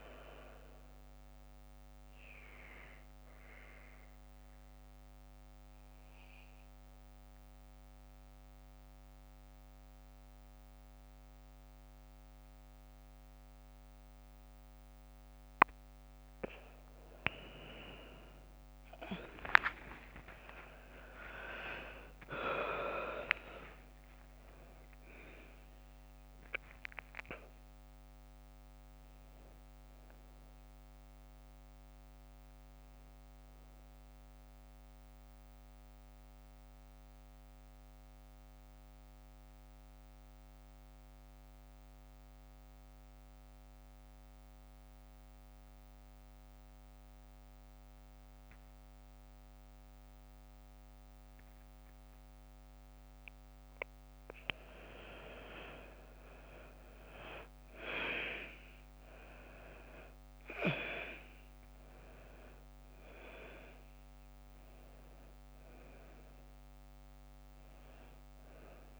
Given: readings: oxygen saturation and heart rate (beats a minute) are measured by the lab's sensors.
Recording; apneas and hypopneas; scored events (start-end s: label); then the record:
breathing in sleep by a microphone on the trachea; 2
4.00-16.50 s: mixed apnea (oxygen 98% before, 89% lowest, heart rate 61 before, 55 extreme, up 8 after)
19.00-23.50 s: arousal
19.00-35.00 s: oxygen desaturation (device-marked, oxygen 97% before, 90% lowest, heart rate 60 before, 55 extreme)
34.00-53.50 s: mixed apnea (oxygen 97% before, 86% lowest, heart rate 63 before, 55 extreme, up 7 after)
55.50-59.00 s: arousal
61.00-68.99 s: oxygen desaturation (device-marked, oxygen 99% before, 89% lowest, heart rate 60 before, 58 extreme)
From the record:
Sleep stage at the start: N2 (light sleep); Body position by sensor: on the back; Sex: female